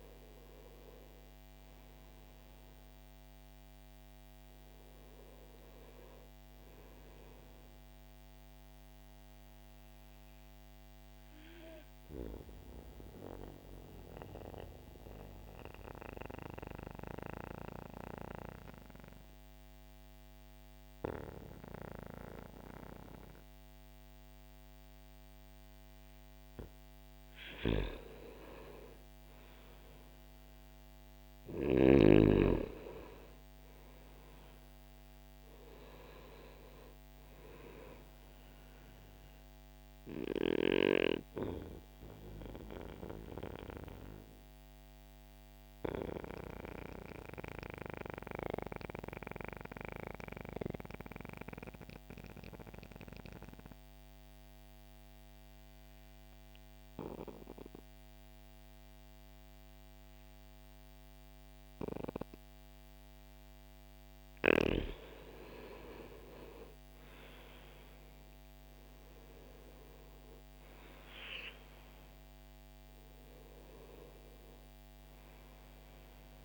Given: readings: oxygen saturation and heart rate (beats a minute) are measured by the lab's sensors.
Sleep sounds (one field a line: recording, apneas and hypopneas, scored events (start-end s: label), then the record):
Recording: breathing in sleep by a microphone on the trachea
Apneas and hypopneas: 2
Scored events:
0.00-25.00 s: oxygen desaturation (device-marked, oxygen 97% before, 91% lowest, heart rate 64 before, 59 extreme)
12.00-25.50 s: mixed apnea (oxygen 98% before, 90% lowest, heart rate 63 before, 59 extreme)
29.00-34.00 s: arousal
41.00-63.00 s: mixed apnea (oxygen 96% before, 90% lowest, heart rate 62 before, 59 extreme, up 1 after)
51.00-59.00 s: oxygen desaturation (device-marked, oxygen 94% before, 90% lowest, heart rate 61 before, 59 extreme)
64.50-69.50 s: arousal
71.00-76.45 s: oxygen desaturation (device-marked, oxygen 95% before, 91% lowest, heart rate 63 before, 60 extreme)
From the record:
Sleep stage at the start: N2 (light sleep)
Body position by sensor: on the back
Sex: male